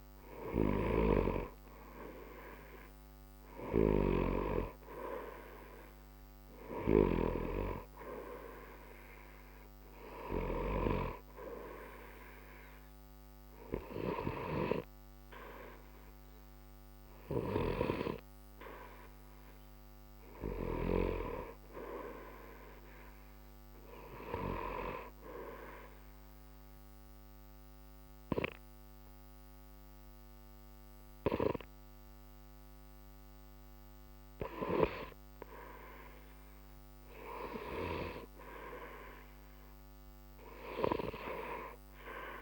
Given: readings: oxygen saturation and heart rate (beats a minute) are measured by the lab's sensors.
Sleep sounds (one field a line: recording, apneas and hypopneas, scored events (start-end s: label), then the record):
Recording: breathing in sleep by a microphone on the trachea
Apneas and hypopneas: 1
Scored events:
25.00-35.00 s: obstructive apnea (oxygen 93% before, 93% lowest, heart rate 60 before, 60 extreme, up 0 after)
37.50-42.00 s: arousal
From the record:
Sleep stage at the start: N2 (light sleep)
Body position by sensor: on the right side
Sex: male